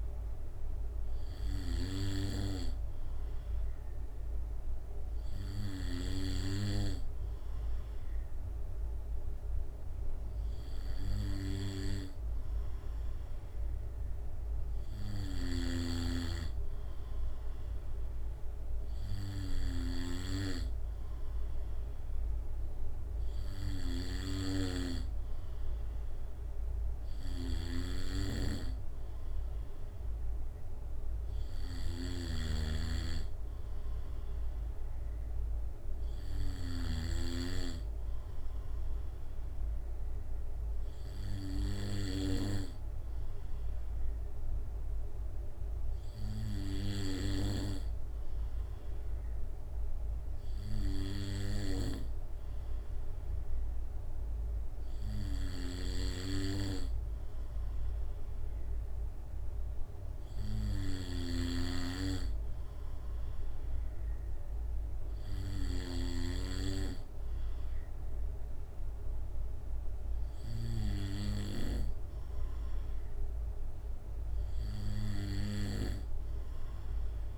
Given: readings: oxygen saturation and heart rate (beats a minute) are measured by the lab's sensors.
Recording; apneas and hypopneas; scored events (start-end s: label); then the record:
breathing in sleep by a room microphone; none
32.00-37.00 s: snoring (device-marked)
55.50-61.50 s: snoring (device-marked)
From the record:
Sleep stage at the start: N2 (light sleep); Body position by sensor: on the back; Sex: male